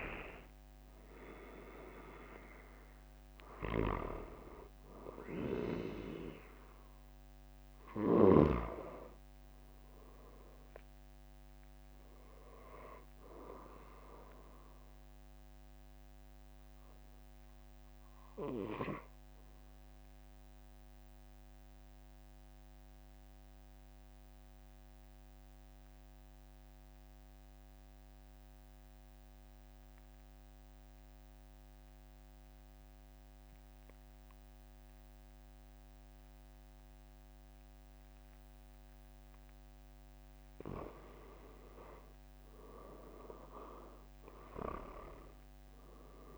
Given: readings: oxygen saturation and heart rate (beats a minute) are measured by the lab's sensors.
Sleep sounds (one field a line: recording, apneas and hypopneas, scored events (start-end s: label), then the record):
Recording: breathing in sleep by a microphone on the trachea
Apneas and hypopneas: 1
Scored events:
11.00-28.00 s: oxygen desaturation (device-marked, oxygen 95% before, 92% lowest, heart rate 46 before, 42 extreme)
16.00-40.00 s: obstructive apnea (oxygen 97% before, 92% lowest, heart rate 46 before, 42 extreme, up 4 after)
43.50-46.38 s: arousal
From the record:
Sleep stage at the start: N2 (light sleep)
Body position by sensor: on the back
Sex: male